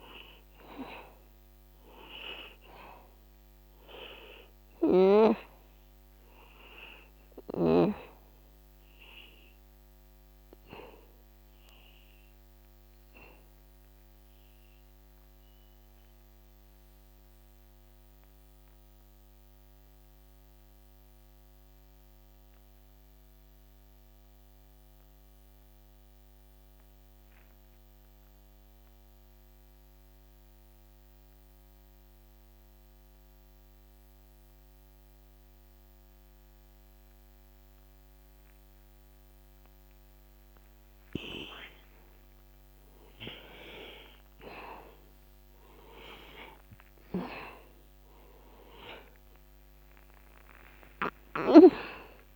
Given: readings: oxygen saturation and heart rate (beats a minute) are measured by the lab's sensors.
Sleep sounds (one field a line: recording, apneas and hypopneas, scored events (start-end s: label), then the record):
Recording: breathing in sleep by a microphone on the trachea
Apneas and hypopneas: 1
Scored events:
0.00-26.00 s: oxygen desaturation (device-marked, oxygen 87% lowest)
15.50-43.00 s: mixed apnea (oxygen 96% before, 82% lowest)
46.00-50.50 s: arousal
48.00-52.36 s: oxygen desaturation (device-marked, oxygen 97% before, 82% lowest, heart rate 44 before, 57 extreme)
From the record:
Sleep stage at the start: N2 (light sleep)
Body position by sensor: on the back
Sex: male